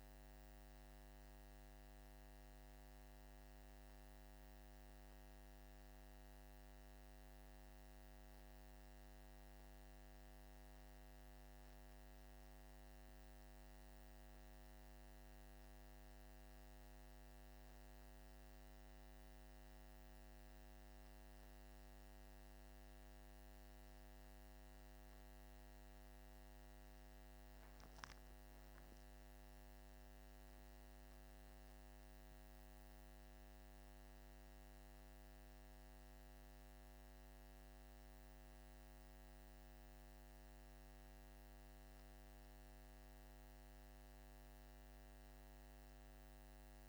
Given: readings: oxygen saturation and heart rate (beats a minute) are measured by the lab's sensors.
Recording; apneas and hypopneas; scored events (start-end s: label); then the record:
breathing in sleep, hard to hear, by a microphone on the trachea; none
43.00-46.89 s: new sleep stage, N1 (lightest sleep)
From the record:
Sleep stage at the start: N2 (light sleep); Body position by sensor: on the back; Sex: male